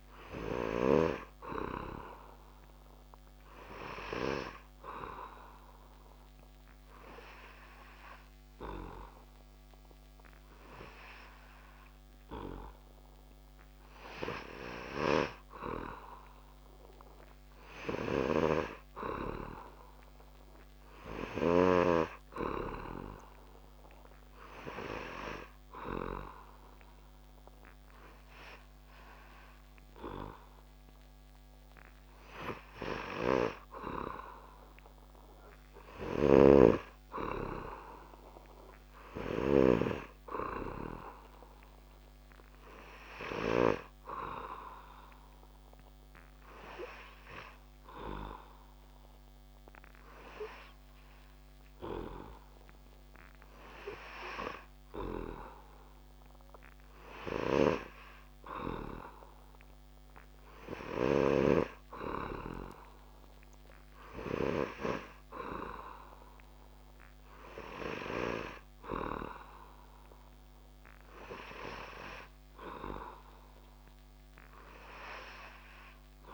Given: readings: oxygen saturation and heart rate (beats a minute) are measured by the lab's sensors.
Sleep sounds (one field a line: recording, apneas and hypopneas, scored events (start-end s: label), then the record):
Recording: breathing in sleep by a microphone on the trachea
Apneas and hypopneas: 1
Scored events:
4.50-14.50 s: obstructive apnea (oxygen 97% before, 96% lowest)
16.50-20.00 s: arousal
From the record:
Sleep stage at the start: N3 (deep sleep)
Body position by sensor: on the back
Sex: male